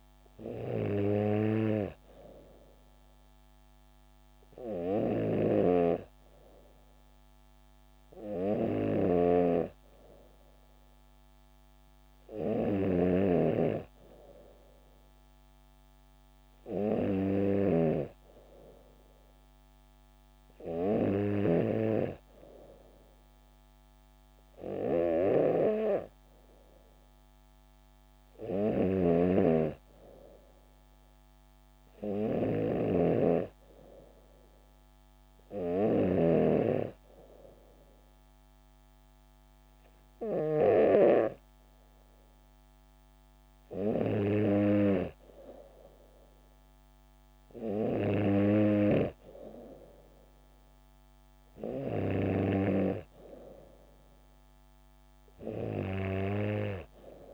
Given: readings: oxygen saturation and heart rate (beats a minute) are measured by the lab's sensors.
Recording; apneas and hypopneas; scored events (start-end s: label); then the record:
breathing in sleep by a microphone on the trachea; none
13.00-18.00 s: snoring (device-marked)
29.00-36.50 s: snoring (device-marked)
From the record:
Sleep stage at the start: N3 (deep sleep); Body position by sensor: on the back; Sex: female